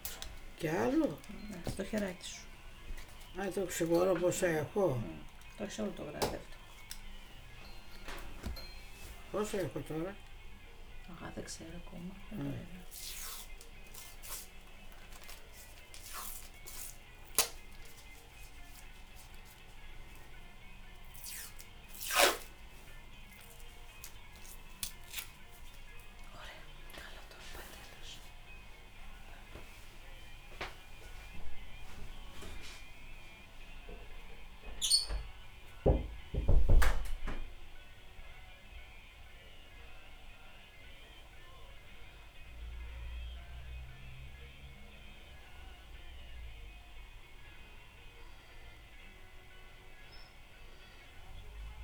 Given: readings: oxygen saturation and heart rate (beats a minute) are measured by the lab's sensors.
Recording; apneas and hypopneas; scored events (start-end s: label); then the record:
a person awake in a sleep study, by a room microphone; none
none scored
From the record:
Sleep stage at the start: awake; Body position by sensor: on the back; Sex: female